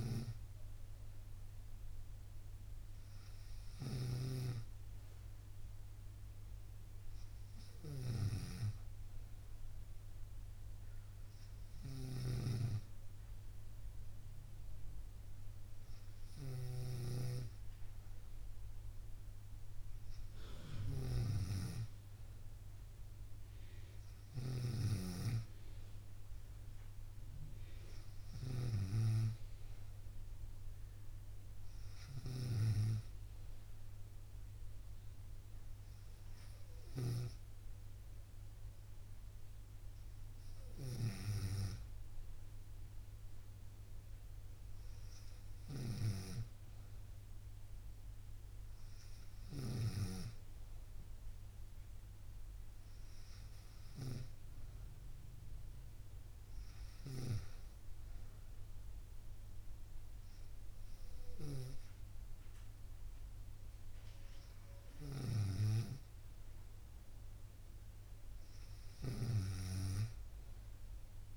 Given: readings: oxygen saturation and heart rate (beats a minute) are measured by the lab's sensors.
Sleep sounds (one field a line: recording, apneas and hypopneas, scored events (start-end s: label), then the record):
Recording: breathing in sleep by a room microphone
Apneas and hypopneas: none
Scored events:
0.00-32.50 s: snoring (device-marked)
45.50-50.00 s: snoring (device-marked)
65.00-71.37 s: snoring (device-marked)
From the record:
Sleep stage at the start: N2 (light sleep)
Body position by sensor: on the right side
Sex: female